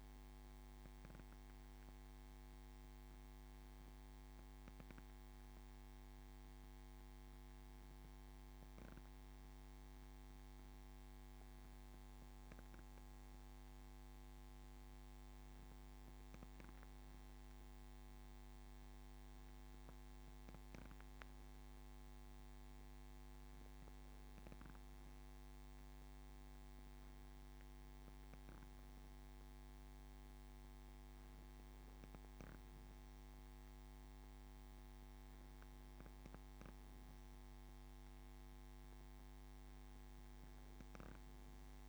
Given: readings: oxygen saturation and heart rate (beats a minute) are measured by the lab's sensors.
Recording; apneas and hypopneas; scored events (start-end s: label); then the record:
breathing in sleep, hard to hear, by a microphone on the trachea; none
29.50-34.50 s: arousal
From the record:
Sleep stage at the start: N2 (light sleep); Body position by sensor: on the back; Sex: male